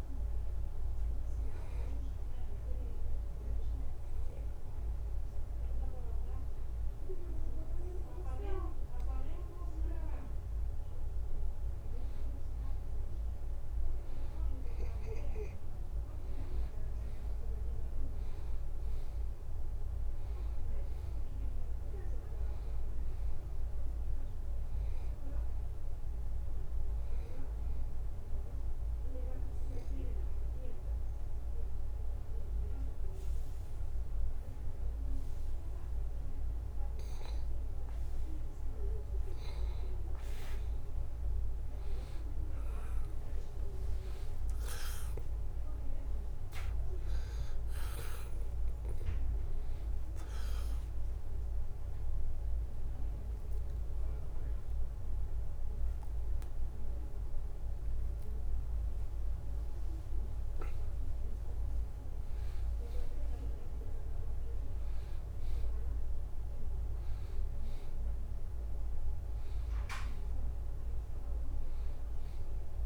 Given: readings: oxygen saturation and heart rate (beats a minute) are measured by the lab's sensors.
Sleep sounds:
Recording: breathing in sleep by a room microphone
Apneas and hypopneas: 3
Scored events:
0.50-11.50 s: hypopnea (oxygen 93% before, 90% lowest, heart rate 83 before, 77 extreme, up 1 after)
14.00-17.50 s: arousal
20.00-35.00 s: oxygen desaturation (device-marked, oxygen 93% before, 90% lowest, heart rate 78 before, 78 extreme)
27.00-39.00 s: hypopnea (oxygen 93% before, 90% lowest, heart rate 78 before, 78 extreme, up 0 after)
42.50-46.50 s: arousal
50.00-63.00 s: oxygen desaturation (device-marked, oxygen 94% before, 90% lowest, heart rate 79 before, 77 extreme)
50.00-65.00 s: drop in pulse transit time (device-marked, heart rate 79 before, 81 extreme)
51.50-62.50 s: obstructive apnea (oxygen 94% before, 90% lowest, heart rate 79 before, 77 extreme, up 0 after)
66.00-70.00 s: arousal
From the record:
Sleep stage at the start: N2 (light sleep)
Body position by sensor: on the back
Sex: male

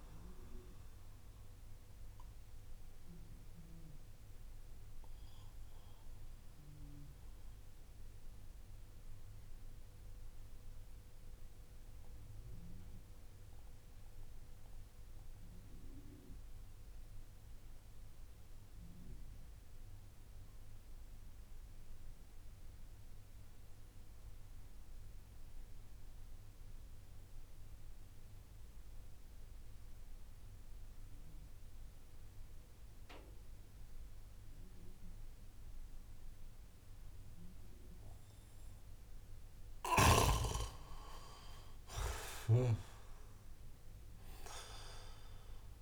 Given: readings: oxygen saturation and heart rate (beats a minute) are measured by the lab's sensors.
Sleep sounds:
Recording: breathing in sleep by a room microphone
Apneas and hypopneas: 1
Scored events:
0.00-24.00 s: oxygen desaturation (device-marked, oxygen 88% lowest)
1.00-41.50 s: obstructive apnea (oxygen 98% before, 87% lowest)
36.00-45.82 s: oxygen desaturation (device-marked, oxygen 98% before, 87% lowest)
From the record:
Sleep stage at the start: N2 (light sleep)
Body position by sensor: on the back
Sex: male

